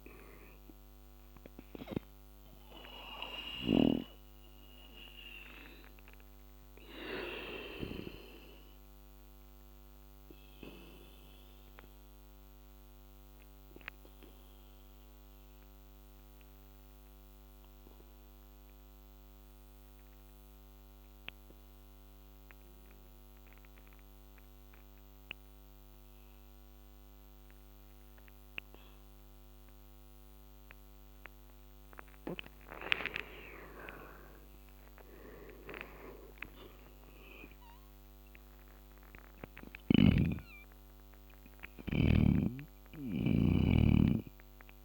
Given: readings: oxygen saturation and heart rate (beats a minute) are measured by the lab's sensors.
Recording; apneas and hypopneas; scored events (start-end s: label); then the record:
breathing in sleep by a microphone on the trachea; 1
0.00-25.00 s: oxygen desaturation (device-marked, oxygen 79% lowest, heart rate 68 extreme)
8.50-30.00 s: obstructive apnea (oxygen 99% before, 79% lowest, heart rate 75 before, 68 extreme, up 18 after)
31.50-36.00 s: arousal
32.00-44.85 s: oxygen desaturation (device-marked, oxygen 98% before, 83% lowest, heart rate 74 before, 69 extreme)
41.50-44.85 s: snoring (device-marked)
From the record:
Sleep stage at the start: N2 (light sleep); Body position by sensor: on the back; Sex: male